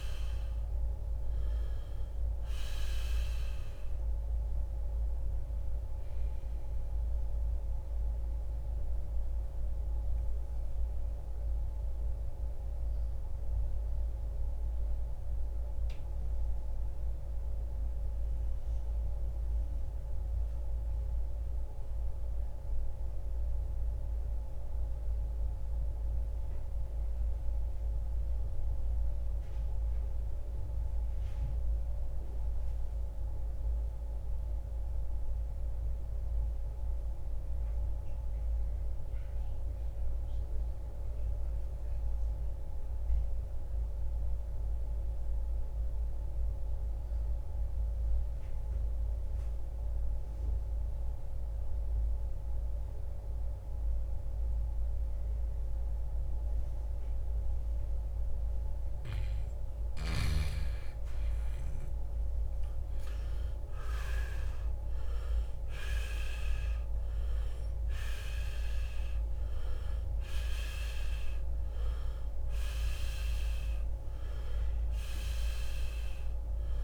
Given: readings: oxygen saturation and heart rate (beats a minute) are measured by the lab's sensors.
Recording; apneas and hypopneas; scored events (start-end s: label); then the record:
breathing in sleep by a room microphone; 1
0.00-21.00 s: oxygen desaturation (device-marked, oxygen 82% lowest, heart rate 49 extreme)
7.00-59.50 s: mixed apnea (oxygen 95% before, 81% lowest, heart rate 82 before, 47 extreme, up 30 after)
47.00-76.84 s: oxygen desaturation (device-marked, oxygen 98% before, 81% lowest, heart rate 71 before, 47 extreme)
61.00-66.00 s: arousal
From the record:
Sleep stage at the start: N2 (light sleep); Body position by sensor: on the right side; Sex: male